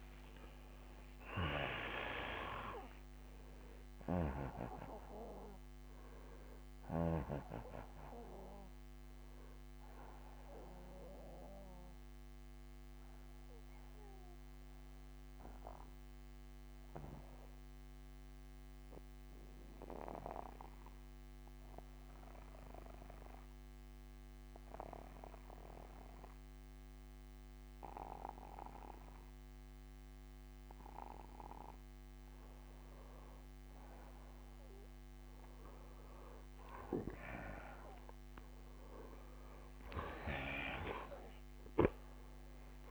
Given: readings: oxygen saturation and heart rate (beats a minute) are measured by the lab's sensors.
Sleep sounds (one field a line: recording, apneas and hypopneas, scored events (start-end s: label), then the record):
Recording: breathing in sleep by a microphone on the trachea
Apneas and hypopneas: 1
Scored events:
0.00-12.00 s: oxygen desaturation (device-marked, oxygen 89% lowest, heart rate 54 extreme)
12.00-29.50 s: obstructive apnea (oxygen 95% before, 88% lowest, heart rate 60 before, 61 extreme, up 11 after)
31.00-42.91 s: oxygen desaturation (device-marked, oxygen 96% before, 88% lowest, heart rate 61 before, 61 extreme)
36.00-40.00 s: arousal
From the record:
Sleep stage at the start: N2 (light sleep)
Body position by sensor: on the back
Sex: male